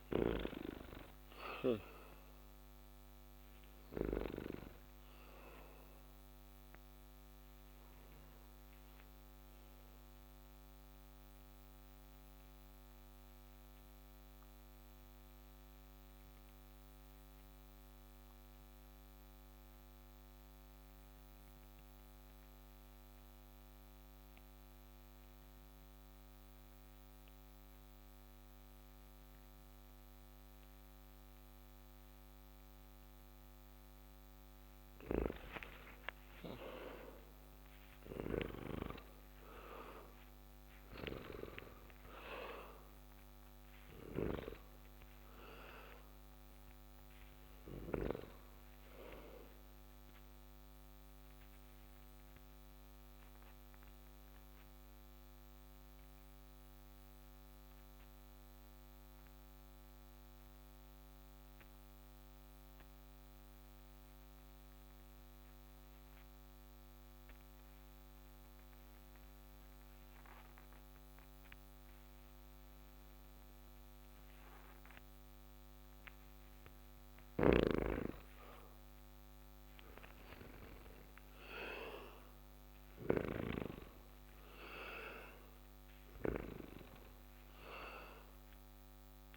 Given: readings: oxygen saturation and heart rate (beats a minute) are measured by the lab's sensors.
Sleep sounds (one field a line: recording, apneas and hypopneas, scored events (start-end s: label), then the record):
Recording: breathing in sleep by a microphone on the trachea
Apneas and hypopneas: 2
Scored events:
0.00-22.00 s: oxygen desaturation (device-marked, oxygen 85% lowest)
5.00-34.50 s: obstructive apnea (oxygen 97% before, 82% lowest)
36.00-40.50 s: arousal
43.00-66.00 s: oxygen desaturation (device-marked, oxygen 95% before, 82% lowest)
49.50-75.50 s: obstructive apnea (oxygen 98% before, 81% lowest)
77.00-86.50 s: snoring (device-marked)
77.00-89.37 s: oxygen desaturation (device-marked, oxygen 98% before, 81% lowest)
79.50-83.50 s: arousal
From the record:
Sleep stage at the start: N2 (light sleep)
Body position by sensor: on the back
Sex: male